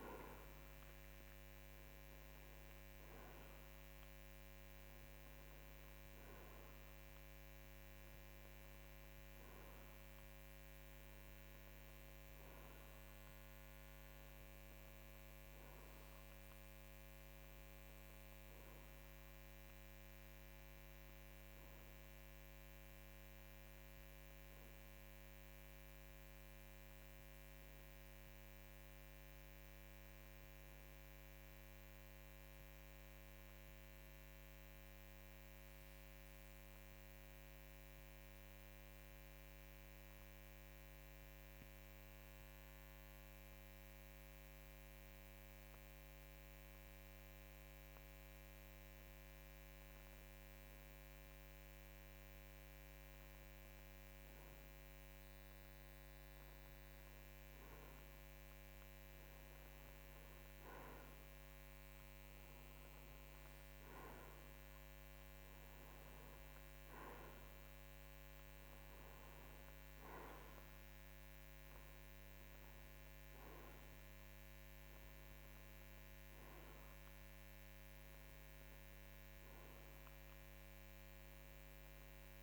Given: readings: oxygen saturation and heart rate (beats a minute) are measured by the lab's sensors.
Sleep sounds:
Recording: breathing in sleep, hard to hear, by a microphone on the trachea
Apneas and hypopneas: 1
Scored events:
22.50-27.50 s: arousal
31.00-50.00 s: obstructive apnea (oxygen 93% before, 91% lowest, heart rate 57 before, 53 extreme, up 3 after)
53.50-58.00 s: arousal
From the record:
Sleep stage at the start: N2 (light sleep)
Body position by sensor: on the right side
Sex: male

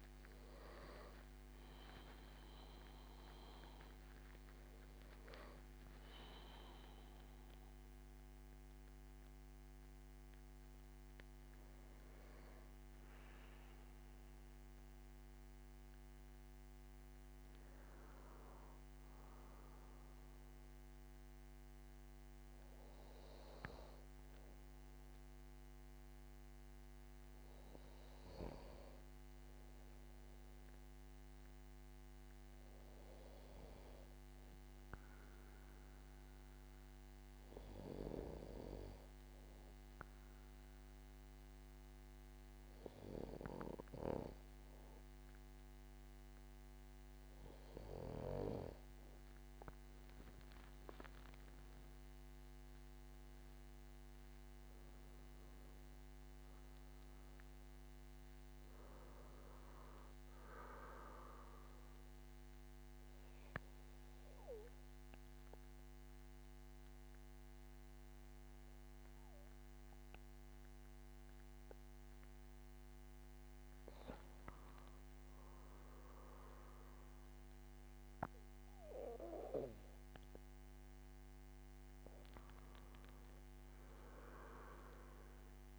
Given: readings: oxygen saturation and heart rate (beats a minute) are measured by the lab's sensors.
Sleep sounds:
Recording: breathing in sleep by a microphone on the trachea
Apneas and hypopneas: 2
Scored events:
0.00-19.50 s: oxygen desaturation (device-marked, oxygen 87% lowest, heart rate 73 extreme)
34.50-48.00 s: hypopnea (oxygen 99% before, 95% lowest, heart rate 75 before, 73 extreme, up 8 after)
50.00-53.50 s: arousal
61.00-73.50 s: obstructive apnea (oxygen 99% before, 89% lowest, heart rate 79 before, 78 extreme, up 5 after)
76.00-79.00 s: arousal
From the record:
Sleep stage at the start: N2 (light sleep)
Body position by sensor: on the back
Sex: male

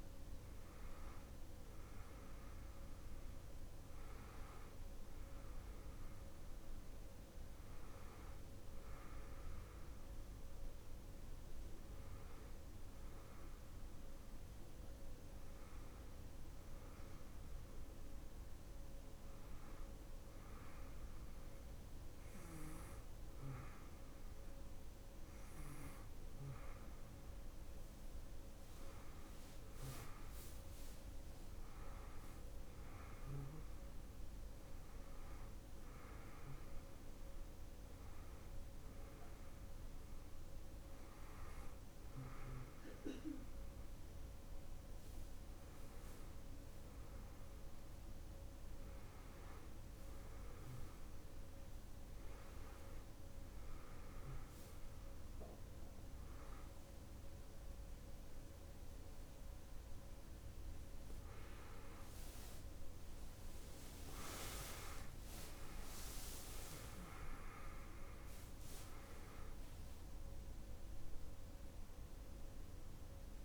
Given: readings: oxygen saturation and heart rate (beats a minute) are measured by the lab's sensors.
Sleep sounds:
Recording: a person awake in a sleep study, hard to hear, by a room microphone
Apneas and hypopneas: none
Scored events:
none scored
From the record:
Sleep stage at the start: awake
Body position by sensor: on the back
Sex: female

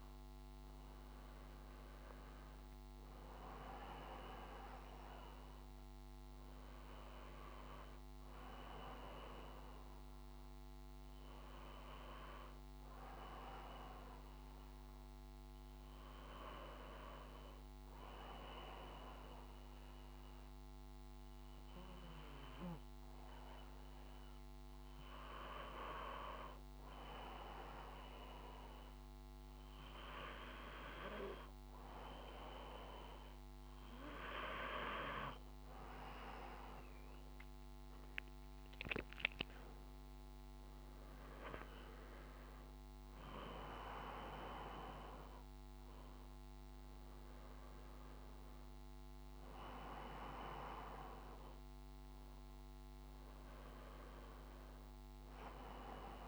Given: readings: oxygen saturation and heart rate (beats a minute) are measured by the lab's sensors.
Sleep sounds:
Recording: breathing in sleep by a microphone on the trachea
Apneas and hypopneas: none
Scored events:
none scored
From the record:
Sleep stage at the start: N1 (lightest sleep)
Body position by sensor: on the front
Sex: male

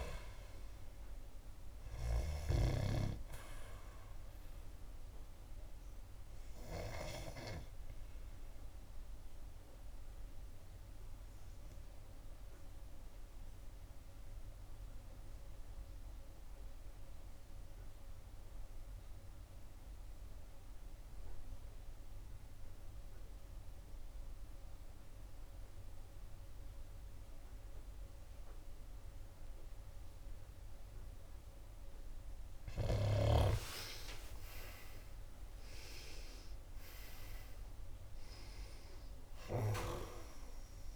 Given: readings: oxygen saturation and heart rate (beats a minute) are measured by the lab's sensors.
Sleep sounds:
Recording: breathing in sleep by a room microphone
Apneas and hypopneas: 1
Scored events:
0.00-22.00 s: oxygen desaturation (device-marked, oxygen 87% lowest, heart rate 60 extreme)
6.50-32.00 s: obstructive apnea (oxygen 97% before, 87% lowest, heart rate 66 before, 56 extreme, up 19 after)
20.00-22.00 s: long interval between heartbeats (device-marked, heart rate 66 before, 63 extreme)
33.50-38.50 s: arousal
37.00-39.00 s: long interval between heartbeats (device-marked, heart rate 64 before, 78 extreme)
39.00-40.96 s: oxygen desaturation (device-marked, oxygen 97% before, 89% lowest, heart rate 65 before, 56 extreme)
From the record:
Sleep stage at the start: N2 (light sleep)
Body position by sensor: on the back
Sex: female

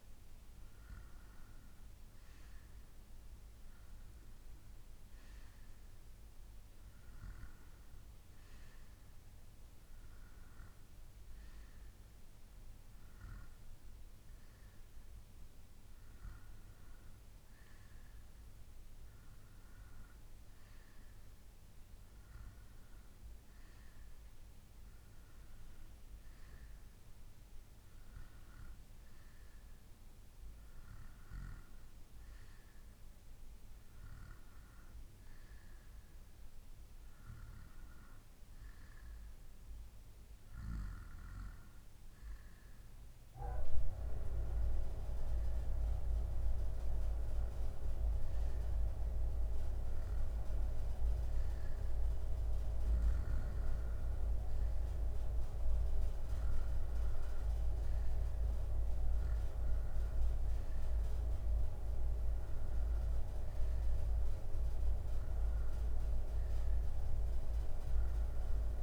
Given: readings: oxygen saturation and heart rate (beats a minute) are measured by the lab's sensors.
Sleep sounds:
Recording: breathing in sleep by a room microphone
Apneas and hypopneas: none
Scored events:
22.00-29.00 s: bradycardia (device-marked, heart rate 68 before, 54 extreme)
From the record:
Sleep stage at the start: N2 (light sleep)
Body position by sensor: on the right side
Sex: male

